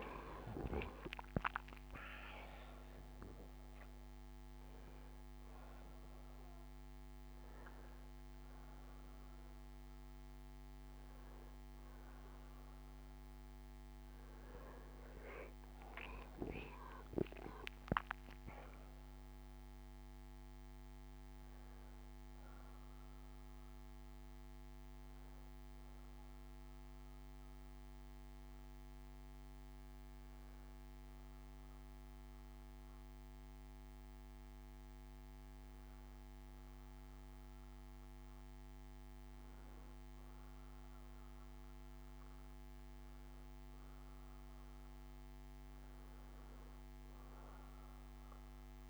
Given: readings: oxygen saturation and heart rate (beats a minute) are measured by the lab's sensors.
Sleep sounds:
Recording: breathing in sleep by a microphone on the trachea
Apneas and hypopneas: 1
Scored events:
8.00-48.90 s: new sleep stage, N2 (light sleep)
14.00-18.00 s: arousal
24.00-39.50 s: hypopnea (oxygen 96% before, 91% lowest, heart rate 69 before, 55 extreme, up 12 after)
30.00-32.00 s: bradycardia (device-marked, heart rate 65 before, 64 extreme)
33.00-37.00 s: bradycardia (device-marked, heart rate 65 before, 55 extreme)
43.00-47.50 s: arousal
45.00-48.90 s: oxygen desaturation (device-marked, oxygen 97% before, 93% lowest, heart rate 63 before, 56 extreme)
From the record:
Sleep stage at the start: N1 (lightest sleep)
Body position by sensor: on the back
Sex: male

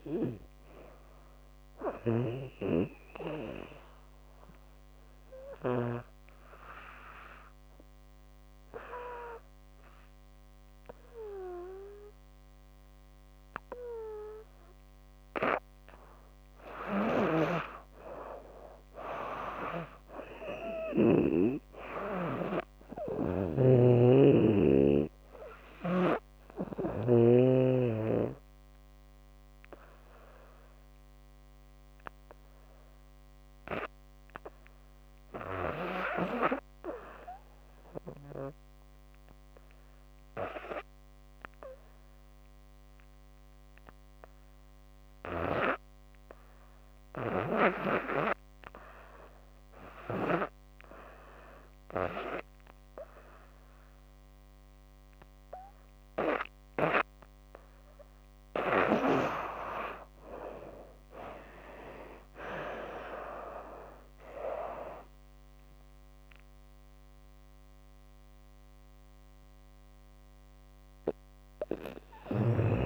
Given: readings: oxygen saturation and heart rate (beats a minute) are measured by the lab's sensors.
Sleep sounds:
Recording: breathing in sleep by a microphone on the trachea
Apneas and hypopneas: 2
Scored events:
0.00-5.00 s: snoring (device-marked)
0.00-8.00 s: oxygen desaturation (device-marked, oxygen 91% lowest, heart rate 70 extreme)
4.00-15.00 s: hypopnea (oxygen 99% before, 92% lowest, heart rate 80 before, 68 extreme, up 12 after)
16.00-20.50 s: snoring (device-marked)
16.50-20.00 s: arousal
29.00-47.00 s: oxygen desaturation (device-marked, oxygen 99% before, 93% lowest, heart rate 77 before, 64 extreme)
31.00-56.50 s: hypopnea (oxygen 99% before, 92% lowest, heart rate 77 before, 64 extreme, up 20 after)
58.00-72.86 s: new sleep stage, N2 (light sleep)
58.50-63.50 s: arousal
68.00-72.86 s: oxygen desaturation (device-marked, oxygen 97% before, 92% lowest, heart rate 76 before, 68 extreme)
From the record:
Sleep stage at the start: REM sleep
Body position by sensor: on the back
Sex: female

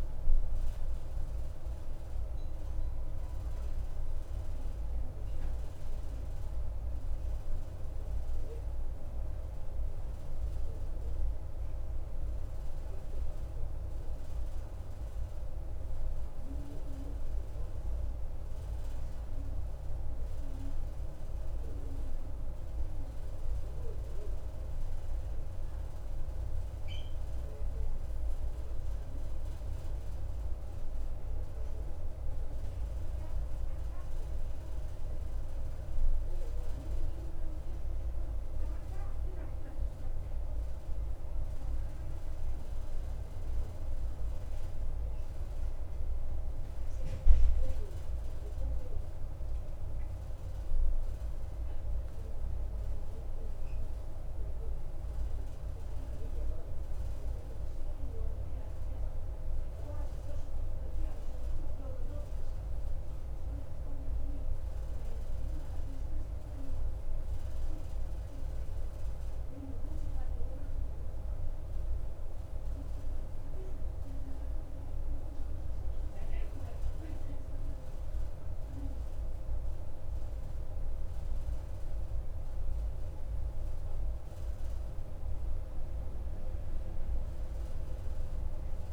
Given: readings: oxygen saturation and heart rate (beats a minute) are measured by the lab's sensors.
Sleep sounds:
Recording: breathing in sleep, hard to hear, by a room microphone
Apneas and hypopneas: none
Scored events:
none scored
From the record:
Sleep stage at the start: N2 (light sleep)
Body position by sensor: on the right side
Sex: male

